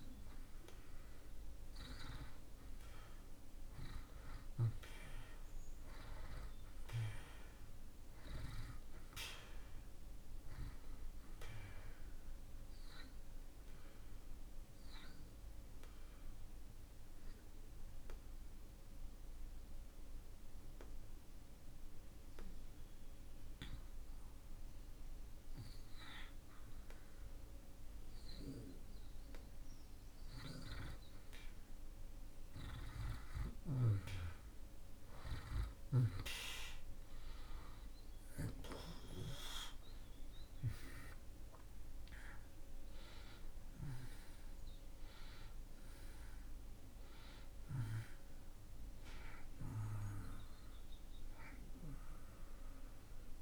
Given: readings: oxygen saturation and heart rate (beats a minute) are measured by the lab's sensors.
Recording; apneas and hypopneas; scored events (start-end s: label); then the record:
breathing in sleep by a room microphone; 1
0.00-3.50 s: arousal
11.50-34.50 s: oxygen desaturation (device-marked, oxygen 97% before, 81% lowest)
16.00-28.50 s: obstructive apnea (oxygen 98% before, 79% lowest)
32.00-36.00 s: arousal
42.50-53.42 s: oxygen desaturation (device-marked, oxygen 90% before, 79% lowest)
From the record:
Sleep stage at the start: REM sleep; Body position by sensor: on the back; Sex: male